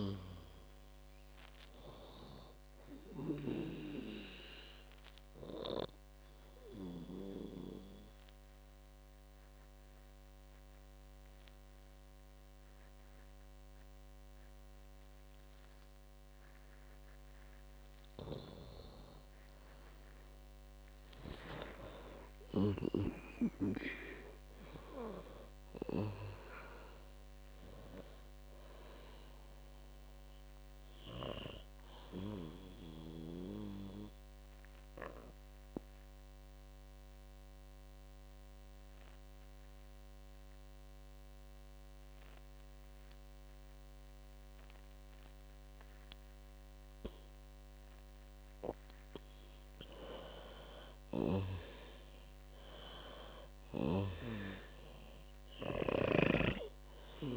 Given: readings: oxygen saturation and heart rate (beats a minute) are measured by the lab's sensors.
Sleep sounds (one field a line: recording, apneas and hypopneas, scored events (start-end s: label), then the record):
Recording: breathing in sleep by a microphone on the trachea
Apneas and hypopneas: 2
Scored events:
5.00-19.00 s: mixed apnea (oxygen 97% before, 93% lowest, heart rate 62 before, 54 extreme, up 12 after)
22.00-25.50 s: arousal
34.50-50.50 s: mixed apnea (oxygen 96% before, 93% lowest, heart rate 63 before, 55 extreme, up 13 after)
52.00-56.50 s: arousal
From the record:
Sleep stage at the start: N2 (light sleep)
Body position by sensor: on the back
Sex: female